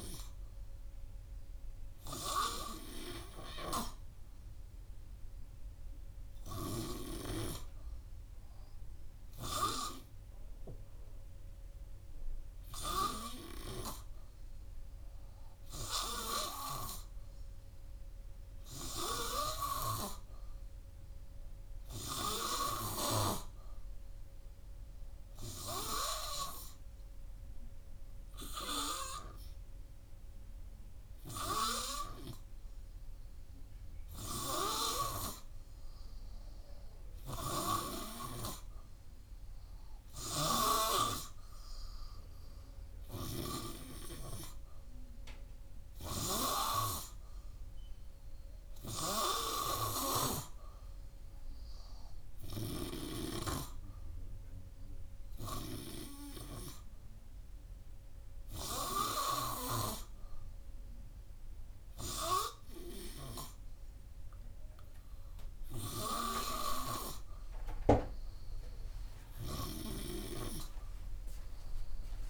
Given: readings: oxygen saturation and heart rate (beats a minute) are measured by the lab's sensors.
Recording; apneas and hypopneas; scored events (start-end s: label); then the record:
breathing in sleep by a room microphone; none
none scored
From the record:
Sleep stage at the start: N3 (deep sleep); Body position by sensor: on the right side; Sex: male